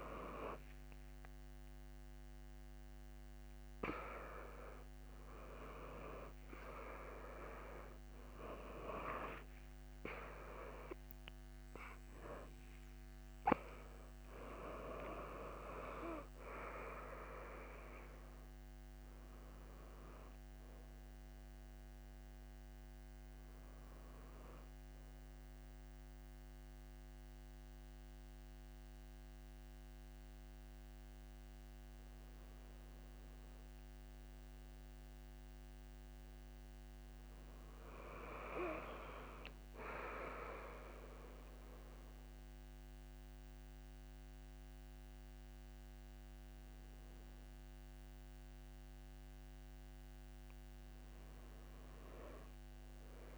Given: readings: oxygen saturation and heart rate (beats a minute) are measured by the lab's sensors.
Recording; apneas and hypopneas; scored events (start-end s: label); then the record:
a person awake in a sleep study, by a microphone on the trachea; none
0.00-12.00 s: oxygen desaturation (device-marked, oxygen 88% lowest)
27.00-53.38 s: new sleep stage, N1 (lightest sleep)
From the record:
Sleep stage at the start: awake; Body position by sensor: on the back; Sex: female